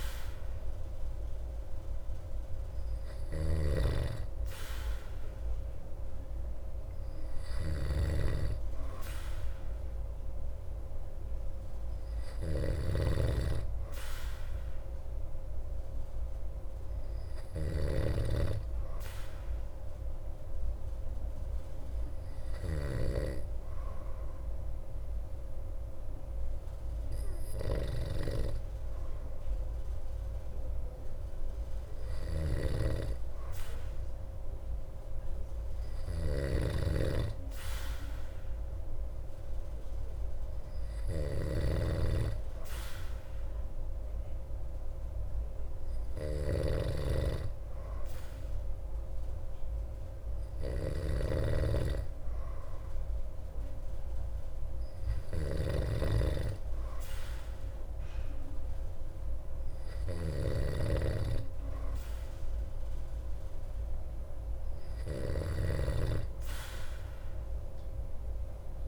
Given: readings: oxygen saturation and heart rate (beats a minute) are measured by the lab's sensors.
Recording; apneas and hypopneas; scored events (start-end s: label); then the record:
breathing in sleep by a room microphone; none
0.00-68.88 s: snoring (device-marked)
From the record:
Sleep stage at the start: N2 (light sleep); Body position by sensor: on the back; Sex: male